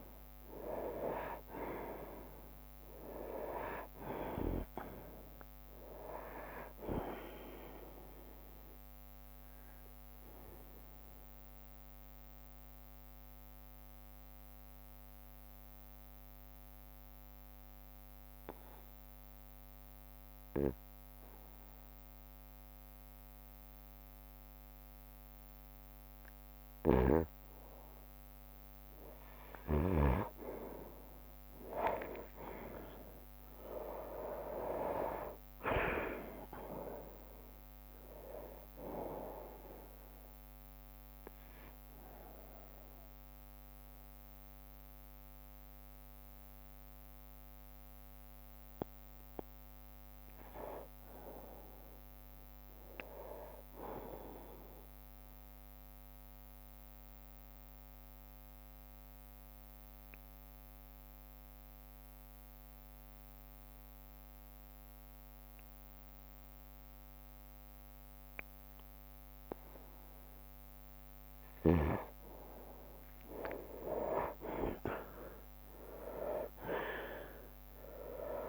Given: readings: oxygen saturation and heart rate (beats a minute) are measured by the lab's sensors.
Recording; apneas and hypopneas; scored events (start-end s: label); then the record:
breathing in sleep by a microphone on the trachea; 2
0.00-3.00 s: arousal
0.00-12.00 s: drop in pulse transit time (device-marked, heart rate 63 extreme)
4.00-26.00 s: oxygen desaturation (device-marked, oxygen 96% before, 91% lowest, heart rate 63 before, 59 extreme)
10.50-29.00 s: obstructive apnea (oxygen 97% before, 91% lowest, heart rate 65 before, 59 extreme, up 10 after)
13.00-26.00 s: bradycardia (device-marked, heart rate 65 before, 59 extreme)
31.00-36.00 s: arousal
34.00-48.00 s: drop in pulse transit time (device-marked, heart rate 60 before, 63 extreme)
49.00-51.50 s: arousal
54.50-69.50 s: obstructive apnea (oxygen 97% before, 89% lowest, heart rate 66 before, 61 extreme, up 7 after)
72.50-77.00 s: arousal
76.00-78.49 s: oxygen desaturation (device-marked, oxygen 98% before, 89% lowest, heart rate 62 before, 60 extreme)
77.00-78.49 s: drop in pulse transit time (device-marked, heart rate 63 before, 67 extreme)
From the record:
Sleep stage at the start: N2 (light sleep); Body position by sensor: on the right side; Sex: male